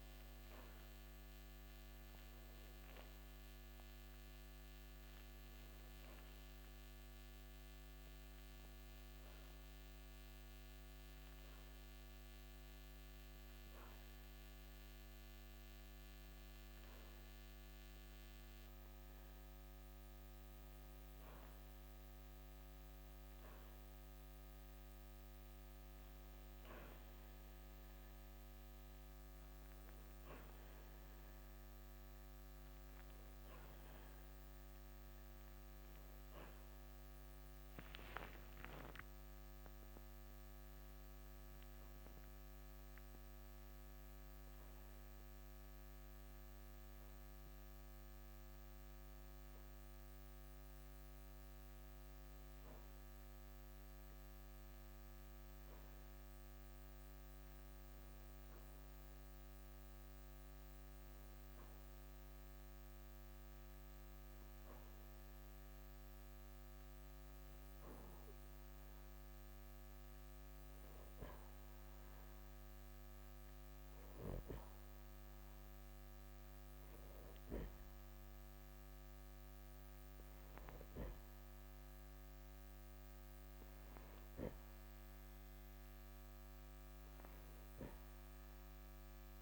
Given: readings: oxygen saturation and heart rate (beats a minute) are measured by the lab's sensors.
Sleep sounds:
breathing in sleep, hard to hear, by a microphone on the trachea; 1
0.50-4.00 s: arousal
9.50-19.50 s: hypopnea (oxygen 95% before, 92% lowest, heart rate 60 before, 54 extreme, up 0 after)
21.50-24.00 s: arousal
31.50-48.50 s: oxygen desaturation (device-marked, oxygen 95% before, 92% lowest, heart rate 55 before, 54 extreme)
From the record:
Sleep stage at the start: N2 (light sleep); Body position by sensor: on the back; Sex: male

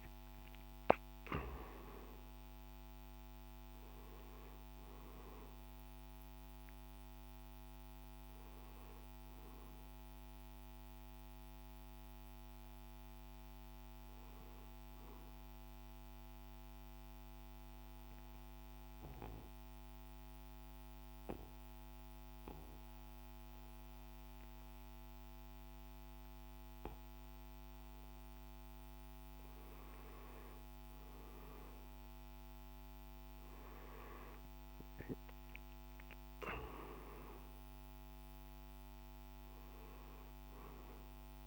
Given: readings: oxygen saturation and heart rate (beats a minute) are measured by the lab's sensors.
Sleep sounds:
breathing in sleep, hard to hear, by a microphone on the trachea; 1
1.00-10.00 s: drop in pulse transit time (device-marked, heart rate 62 before, 61 extreme)
9.00-22.00 s: oxygen desaturation (device-marked, oxygen 97% before, 91% lowest, heart rate 65 before, 57 extreme)
16.00-28.50 s: obstructive apnea (oxygen 97% before, 91% lowest, heart rate 66 before, 57 extreme, up 6 after)
31.50-36.00 s: arousal
From the record:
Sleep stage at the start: N2 (light sleep); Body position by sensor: on the right side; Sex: male

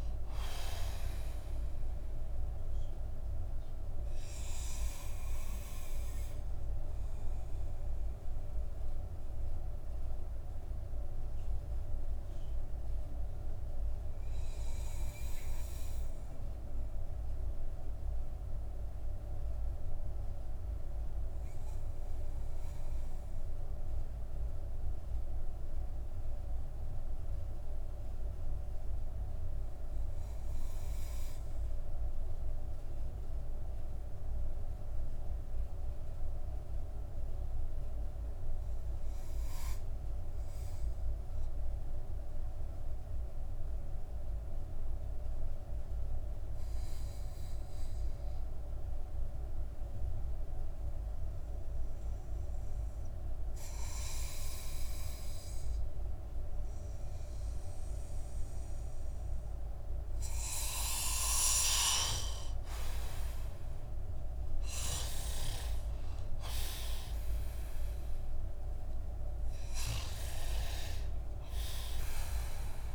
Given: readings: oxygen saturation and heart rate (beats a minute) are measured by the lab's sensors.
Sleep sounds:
breathing in sleep by a room microphone; 1
0.00-23.50 s: oxygen desaturation (device-marked, oxygen 90% lowest)
2.00-60.50 s: obstructive apnea (oxygen 97% before, 90% lowest)
57.50-72.95 s: oxygen desaturation (device-marked, oxygen 96% before, 93% lowest)
62.00-65.00 s: arousal
From the record:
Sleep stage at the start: N2 (light sleep); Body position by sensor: on the back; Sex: male

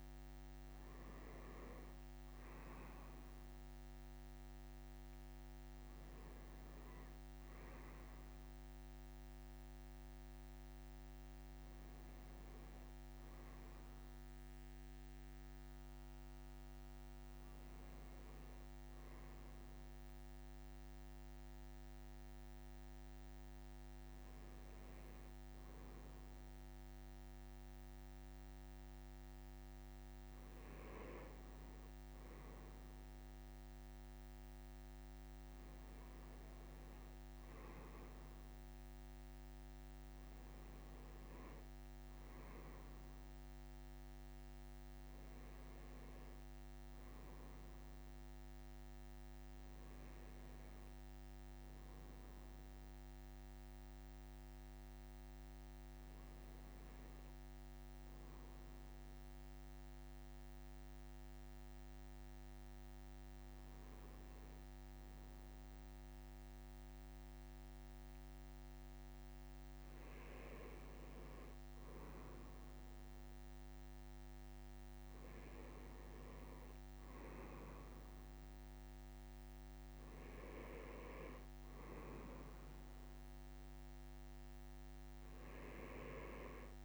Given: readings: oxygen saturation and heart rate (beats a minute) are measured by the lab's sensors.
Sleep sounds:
breathing in sleep, hard to hear, by a microphone on the trachea; none
0.00-1.50 s: leg movement (device-marked)
64.00-86.85 s: new sleep stage, N2 (light sleep)
82.00-84.50 s: leg movement (device-marked)
From the record:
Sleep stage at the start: N1 (lightest sleep); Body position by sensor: on the right side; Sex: male

